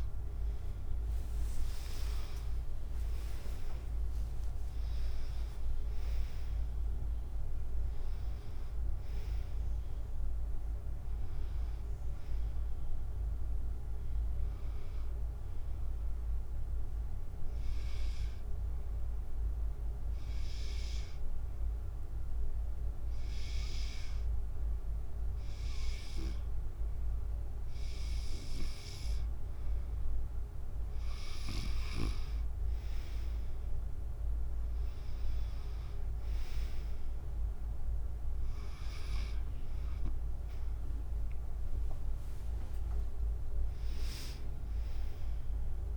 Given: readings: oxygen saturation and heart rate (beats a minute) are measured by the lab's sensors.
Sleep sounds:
breathing in sleep by a room microphone; 1
1.50-5.50 s: arousal
2.50-14.50 s: drop in pulse transit time (device-marked, heart rate 74 before, 79 extreme)
4.50-21.50 s: oxygen desaturation (device-marked, oxygen 96% before, 92% lowest, heart rate 75 before, 70 extreme)
21.00-32.50 s: hypopnea (oxygen 96% before, 93% lowest, heart rate 83 before, 70 extreme, up 9 after)
34.50-45.97 s: oxygen desaturation (device-marked, oxygen 97% before, 93% lowest, heart rate 73 before, 70 extreme)
37.50-45.97 s: drop in pulse transit time (device-marked, heart rate 74 before, 74 extreme)
40.50-45.00 s: arousal
From the record:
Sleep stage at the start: N2 (light sleep); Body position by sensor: on the back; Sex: female

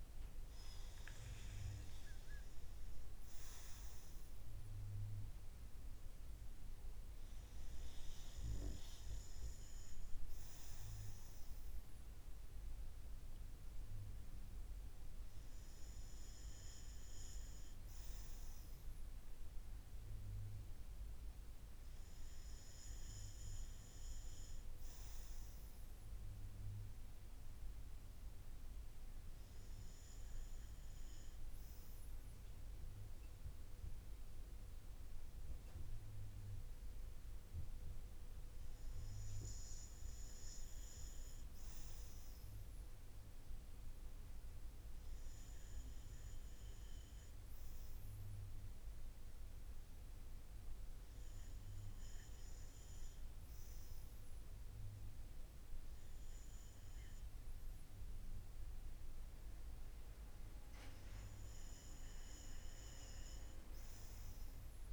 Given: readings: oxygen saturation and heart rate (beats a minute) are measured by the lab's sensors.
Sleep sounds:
breathing in sleep, hard to hear, by a room microphone; none
none scored
From the record:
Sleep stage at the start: REM sleep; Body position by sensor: on the right side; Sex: male

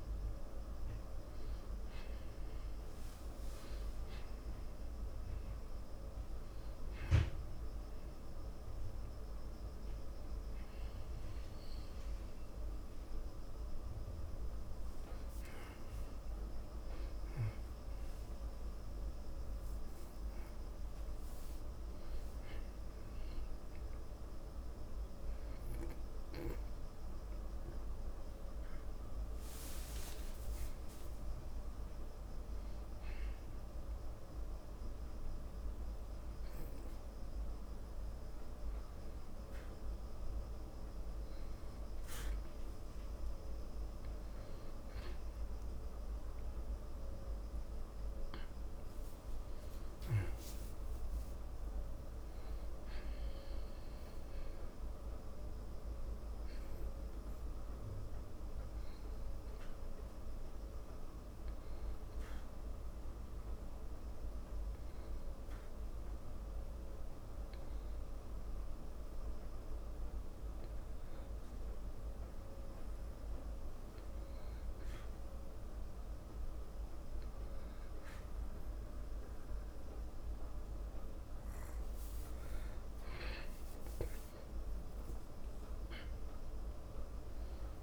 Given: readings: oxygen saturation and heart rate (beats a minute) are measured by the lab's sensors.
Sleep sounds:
a person partly awake in a sleep study, hard to hear, by a room microphone; 1
2.50-21.50 s: oxygen desaturation (device-marked, oxygen 96% before, 92% lowest, heart rate 63 before, 55 extreme)
20.50-50.50 s: new sleep stage, awake
50.50-87.83 s: new sleep stage, N2 (light sleep)
63.00-75.50 s: hypopnea (oxygen 96% before, 93% lowest, heart rate 79 before, 54 extreme, up 4 after)
82.00-86.00 s: arousal
From the record:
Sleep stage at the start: N2 (light sleep); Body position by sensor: on the back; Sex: male

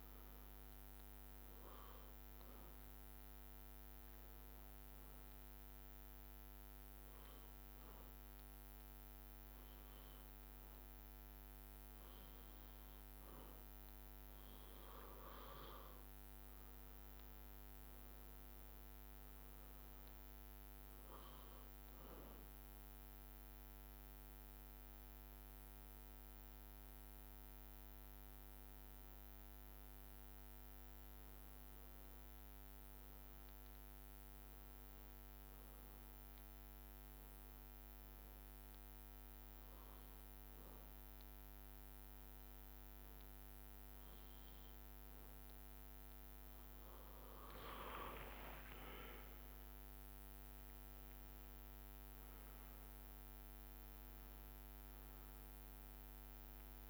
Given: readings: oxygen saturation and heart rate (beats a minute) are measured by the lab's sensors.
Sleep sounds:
breathing in sleep, hard to hear, by a microphone on the trachea; 2
4.00-14.50 s: hypopnea (oxygen 97% before, 95% lowest, heart rate 66 before, 59 extreme, up 11 after)
16.50-26.50 s: drop in pulse transit time (device-marked, heart rate 64 before, 63 extreme)
22.00-24.00 s: long interval between heartbeats (device-marked, heart rate 64 before, 72 extreme)
23.50-28.50 s: arousal
36.50-46.50 s: hypopnea (oxygen 98% before, 94% lowest, heart rate 66 before, 61 extreme, up 19 after)
44.00-46.00 s: long interval between heartbeats (device-marked, heart rate 64 before, 64 extreme)
48.00-53.00 s: arousal
48.50-50.50 s: long interval between heartbeats (device-marked, heart rate 64 before, 76 extreme)
50.50-56.90 s: drop in pulse transit time (device-marked, heart rate 66 before, 64 extreme)
From the record:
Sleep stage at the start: N2 (light sleep); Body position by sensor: on the back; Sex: male

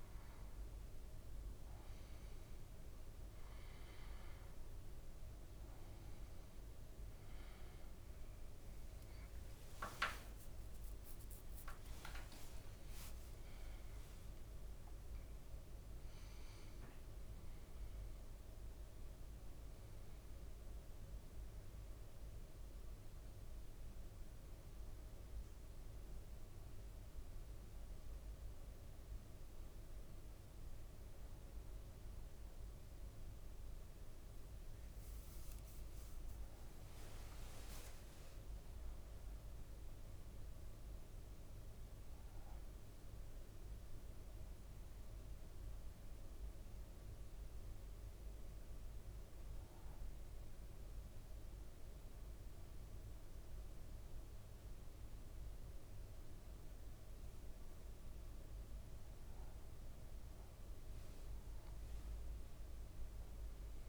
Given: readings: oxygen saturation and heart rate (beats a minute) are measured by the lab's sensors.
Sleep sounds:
breathing in sleep, hard to hear, by a room microphone; 1
8.00-12.50 s: arousal
8.50-13.00 s: leg movement (device-marked)
10.50-40.50 s: new sleep stage, N1 (lightest sleep)
35.50-38.00 s: leg movement (device-marked)
40.50-63.89 s: new sleep stage, N2 (light sleep)
44.00-57.50 s: hypopnea (oxygen 99% before, 94% lowest, heart rate 56 before, 56 extreme, up 1 after)
60.00-62.50 s: leg movement (device-marked)
61.50-63.89 s: arousal
From the record:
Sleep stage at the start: N2 (light sleep); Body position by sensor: on the back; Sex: male

